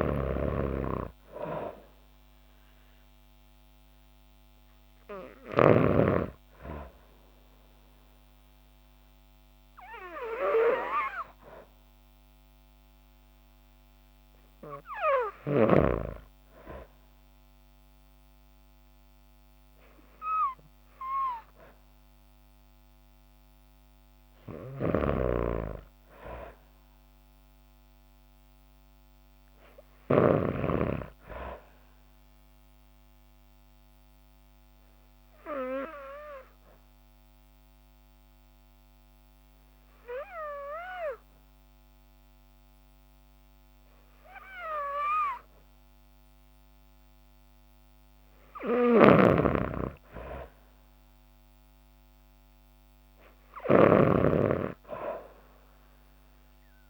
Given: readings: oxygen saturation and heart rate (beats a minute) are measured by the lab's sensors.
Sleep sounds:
breathing in sleep by a microphone on the trachea; 1
0.00-6.00 s: snoring (device-marked)
0.00-7.50 s: oxygen desaturation (device-marked, oxygen 88% lowest, heart rate 56 extreme)
23.00-26.00 s: arousal
24.50-30.50 s: snoring (device-marked)
32.00-47.00 s: obstructive apnea (oxygen 97% before, 82% lowest, heart rate 58 before, 54 extreme, up 5 after)
47.50-56.90 s: oxygen desaturation (device-marked, oxygen 97% before, 92% lowest, heart rate 56 before, 50 extreme)
48.50-56.90 s: snoring (device-marked)
49.00-53.00 s: arousal
From the record:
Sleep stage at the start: REM sleep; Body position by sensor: on the back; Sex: female

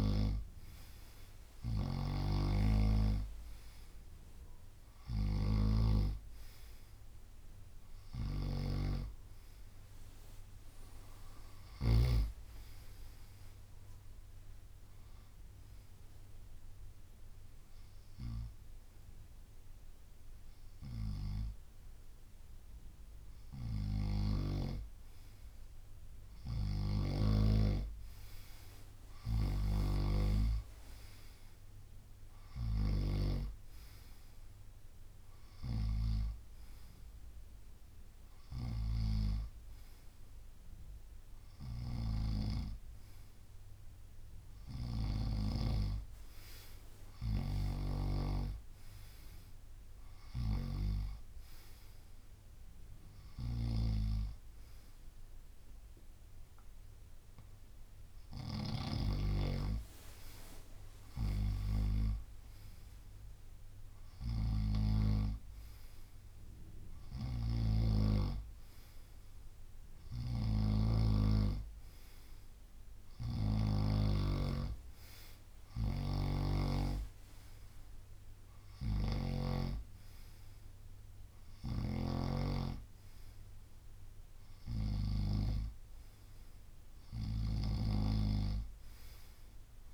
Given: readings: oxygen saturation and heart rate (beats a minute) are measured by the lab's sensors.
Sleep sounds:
breathing in sleep by a room microphone; 1
1.50-12.00 s: snoring (device-marked)
7.50-11.50 s: arousal
11.00-24.00 s: drop in pulse transit time (device-marked, heart rate 72 before, 67 extreme)
15.00-26.00 s: hypopnea (oxygen 95% before, 93% lowest, heart rate 72 before, 63 extreme, up 9 after)
24.00-27.50 s: snoring (device-marked)
26.00-29.00 s: arousal
41.50-45.50 s: snoring (device-marked)
48.00-57.00 s: drop in pulse transit time (device-marked, heart rate 69 before, 67 extreme)
50.00-52.00 s: long interval between heartbeats (device-marked, heart rate 70 before, 79 extreme)
58.00-73.50 s: snoring (device-marked)
75.50-79.50 s: snoring (device-marked)
81.50-85.50 s: snoring (device-marked)
From the record:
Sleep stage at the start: N2 (light sleep); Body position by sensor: on the right side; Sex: male

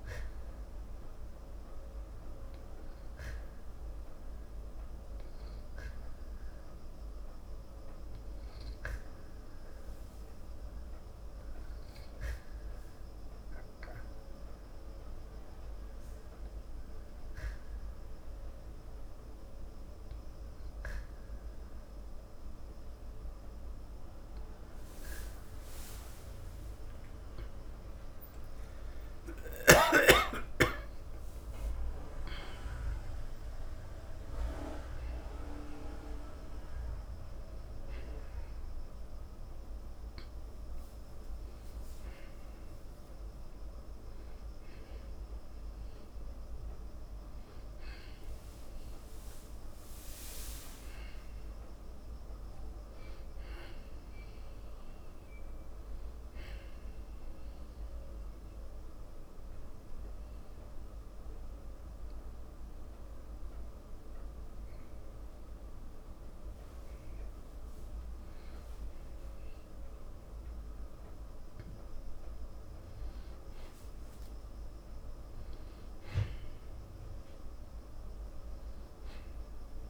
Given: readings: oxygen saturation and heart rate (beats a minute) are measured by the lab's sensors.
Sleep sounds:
breathing in sleep by a room microphone; 1
26.00-31.50 s: arousal
58.50-69.50 s: hypopnea (oxygen 96% before, 92% lowest, heart rate 60 before, 54 extreme, up 15 after)
70.50-74.50 s: arousal
From the record:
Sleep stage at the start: N2 (light sleep); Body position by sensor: on the back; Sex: male

